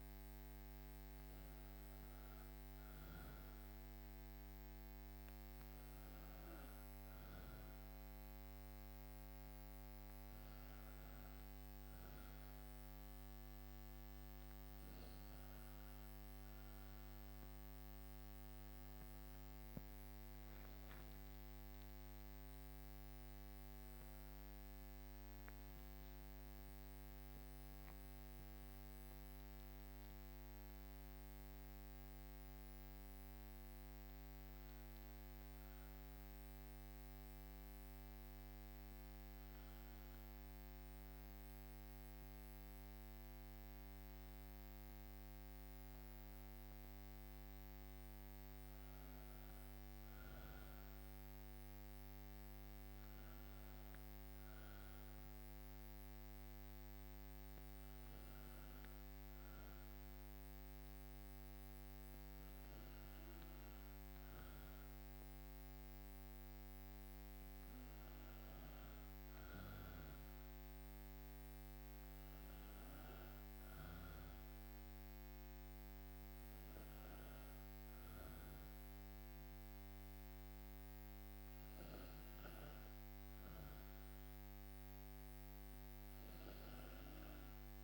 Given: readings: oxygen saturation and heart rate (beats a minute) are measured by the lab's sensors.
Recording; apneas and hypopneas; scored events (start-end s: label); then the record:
breathing in sleep, hard to hear, by a microphone on the trachea; none
20.00-26.00 s: arousal
From the record:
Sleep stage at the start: N2 (light sleep); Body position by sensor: on the right side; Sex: female